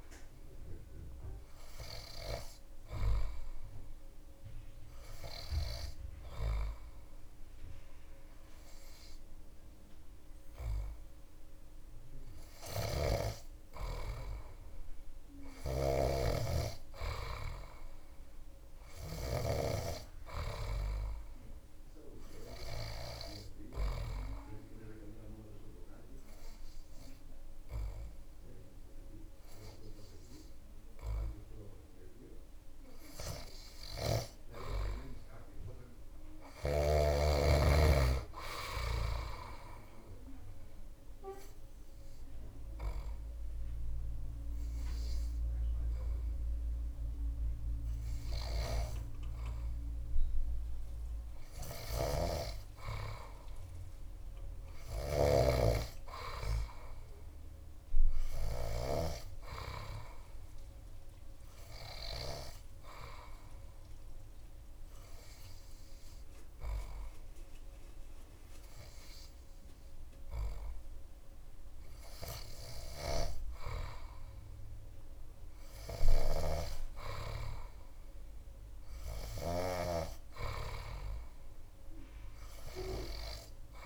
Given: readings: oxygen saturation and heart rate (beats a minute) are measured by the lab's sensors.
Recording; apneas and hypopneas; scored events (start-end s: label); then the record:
breathing in sleep by a room microphone; 3
12.00-19.00 s: snoring (device-marked)
15.00-18.50 s: arousal
24.50-34.50 s: obstructive apnea (oxygen 98% before, 96% lowest)
35.50-38.50 s: arousal
39.50-51.50 s: obstructive apnea (oxygen 98% before, 96% lowest)
54.00-58.50 s: arousal
62.50-72.50 s: obstructive apnea (oxygen 97% before, 96% lowest)
74.50-78.00 s: arousal
From the record:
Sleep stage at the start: N3 (deep sleep); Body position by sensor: on the back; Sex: male